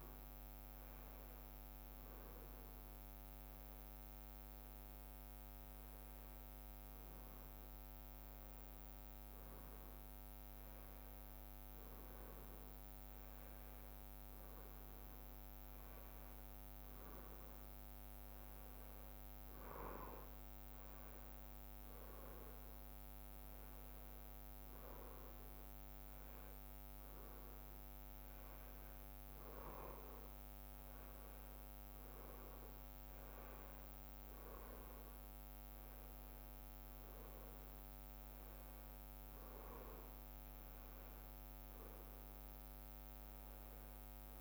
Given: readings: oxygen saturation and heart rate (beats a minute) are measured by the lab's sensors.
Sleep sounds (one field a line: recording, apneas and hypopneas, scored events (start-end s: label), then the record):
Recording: breathing in sleep, hard to hear, by a microphone on the trachea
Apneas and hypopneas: none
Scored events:
none scored
From the record:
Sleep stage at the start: N2 (light sleep)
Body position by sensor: on the back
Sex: male